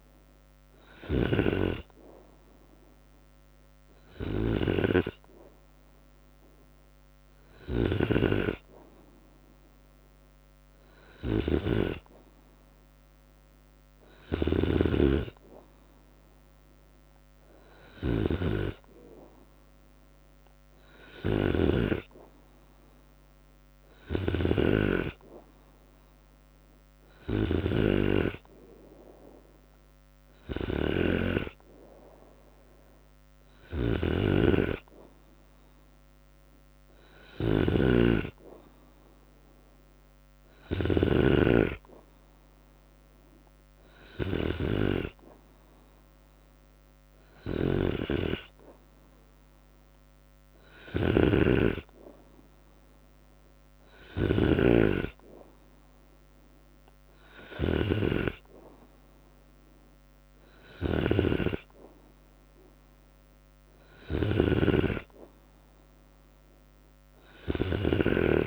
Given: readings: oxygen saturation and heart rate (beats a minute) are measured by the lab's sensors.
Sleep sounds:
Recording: breathing in sleep by a microphone on the trachea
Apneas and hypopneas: none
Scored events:
0.00-4.50 s: drop in pulse transit time (device-marked, heart rate 69 extreme)
13.50-21.00 s: snoring (device-marked)
31.50-33.50 s: long interval between heartbeats (device-marked, heart rate 79 before, 75 extreme)
33.00-54.00 s: snoring (device-marked)
From the record:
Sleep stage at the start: N2 (light sleep)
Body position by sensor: on the right side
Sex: male

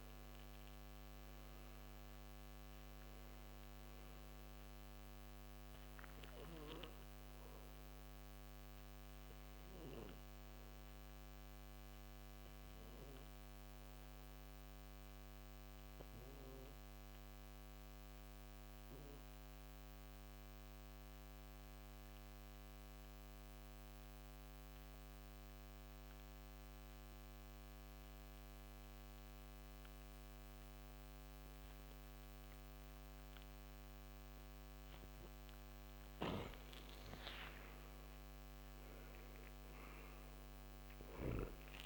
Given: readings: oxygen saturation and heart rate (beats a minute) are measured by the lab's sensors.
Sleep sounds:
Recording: breathing in sleep, hard to hear, by a microphone on the trachea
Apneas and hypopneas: 1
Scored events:
0.00-21.00 s: oxygen desaturation (device-marked, oxygen 84% lowest, heart rate 57 extreme)
8.50-34.50 s: obstructive apnea (oxygen 96% before, 84% lowest, heart rate 72 before, 57 extreme, up 9 after)
35.00-41.86 s: oxygen desaturation (device-marked, oxygen 97% before, 86% lowest, heart rate 61 before, 62 extreme)
36.00-41.50 s: snoring (device-marked)
37.00-41.86 s: arousal
From the record:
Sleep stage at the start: N2 (light sleep)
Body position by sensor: on the back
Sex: male

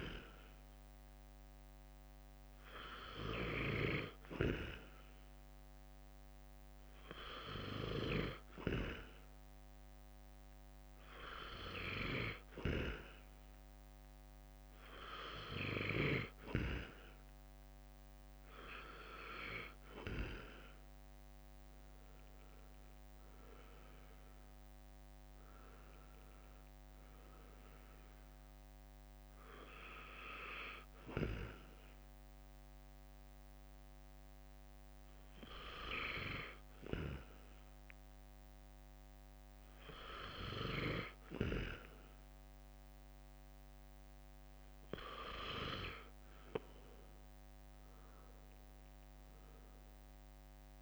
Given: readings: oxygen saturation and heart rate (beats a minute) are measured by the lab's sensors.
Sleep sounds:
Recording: breathing in sleep by a microphone on the trachea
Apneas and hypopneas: 1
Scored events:
25.50-29.50 s: arousal
30.50-43.50 s: hypopnea (oxygen 94% before, 92% lowest, heart rate 68 before, 62 extreme, up 4 after)
46.50-50.00 s: arousal
From the record:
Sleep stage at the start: N2 (light sleep)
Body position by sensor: on the right side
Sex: male

